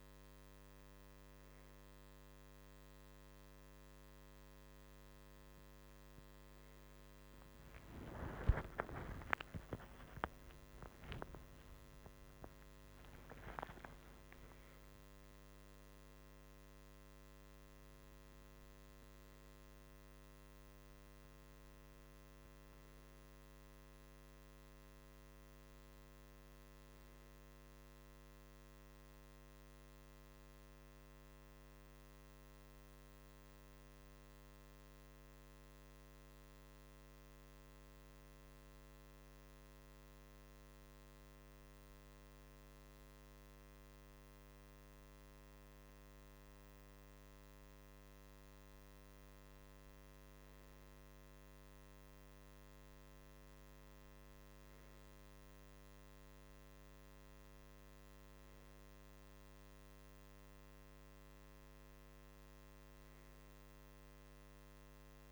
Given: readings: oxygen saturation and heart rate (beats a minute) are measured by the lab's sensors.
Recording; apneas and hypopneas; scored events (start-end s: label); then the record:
breathing in sleep, hard to hear, by a microphone on the trachea; none
8.50-14.50 s: arousal
From the record:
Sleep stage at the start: REM sleep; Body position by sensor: on the right side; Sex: male